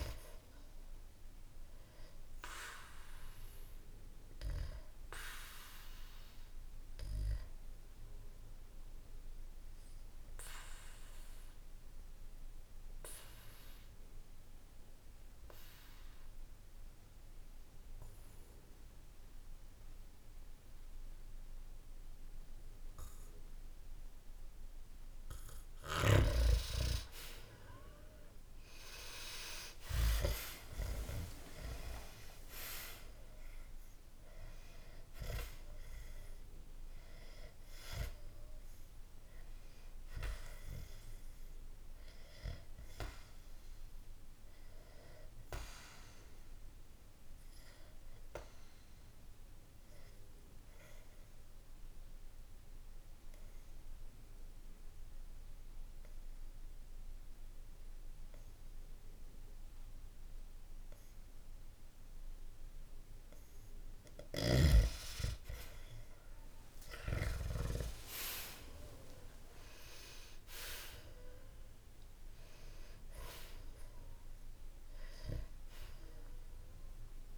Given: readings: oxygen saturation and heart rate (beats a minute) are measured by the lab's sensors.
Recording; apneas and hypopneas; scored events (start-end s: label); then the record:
breathing in sleep by a room microphone; 2
4.50-26.00 s: obstructive apnea (oxygen 97% before, 92% lowest, heart rate 62 before, 59 extreme, up 1 after)
29.50-34.50 s: arousal
38.00-57.00 s: oxygen desaturation (device-marked, oxygen 98% before, 92% lowest, heart rate 61 before, 59 extreme)
45.00-62.50 s: obstructive apnea (oxygen 98% before, 92% lowest, heart rate 62 before, 59 extreme)
65.00-70.00 s: arousal
75.00-77.38 s: oxygen desaturation (device-marked, oxygen 98% before, 92% lowest, heart rate 62 before, 61 extreme)
From the record:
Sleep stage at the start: N2 (light sleep); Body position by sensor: on the back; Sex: male